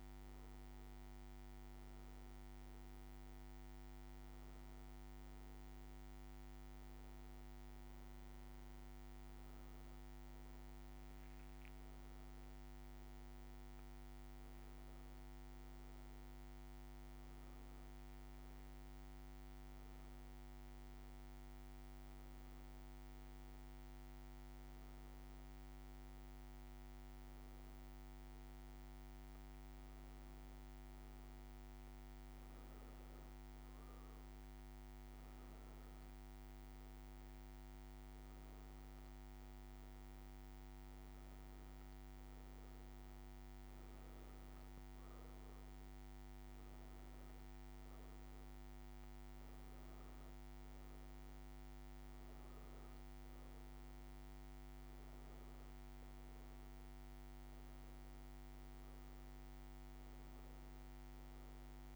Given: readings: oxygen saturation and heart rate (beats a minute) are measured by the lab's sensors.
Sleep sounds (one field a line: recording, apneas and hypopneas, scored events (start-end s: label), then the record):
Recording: breathing in sleep, hard to hear, by a microphone on the trachea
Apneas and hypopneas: none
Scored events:
46.00-61.95 s: new sleep stage, N2 (light sleep)
From the record:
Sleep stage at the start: N1 (lightest sleep)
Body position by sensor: on the back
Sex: female